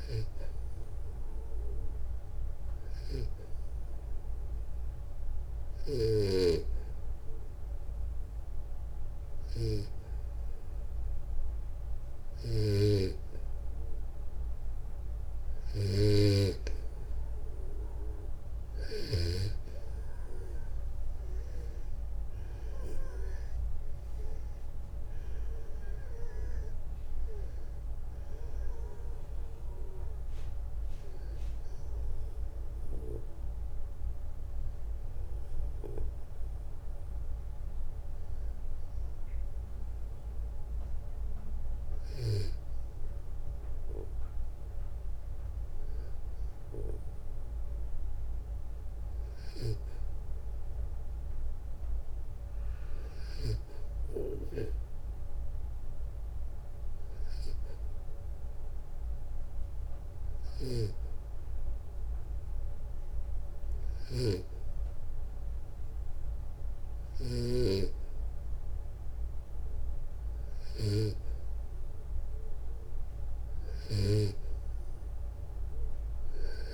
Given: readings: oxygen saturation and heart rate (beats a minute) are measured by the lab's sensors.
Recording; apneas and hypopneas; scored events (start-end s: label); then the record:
breathing in sleep by a room microphone; 2
0.00-2.00 s: oxygen desaturation (device-marked, oxygen 92% lowest, heart rate 62 extreme)
2.00-14.50 s: obstructive apnea (oxygen 96% before, 91% lowest, heart rate 62 before, 60 extreme, up 3 after)
16.50-19.50 s: arousal
54.00-70.50 s: hypopnea (oxygen 97% before, 92% lowest, heart rate 62 before, 59 extreme, up 2 after)
63.50-67.00 s: snoring (device-marked)
72.50-76.00 s: arousal
From the record:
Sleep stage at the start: N2 (light sleep); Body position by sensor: on the back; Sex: male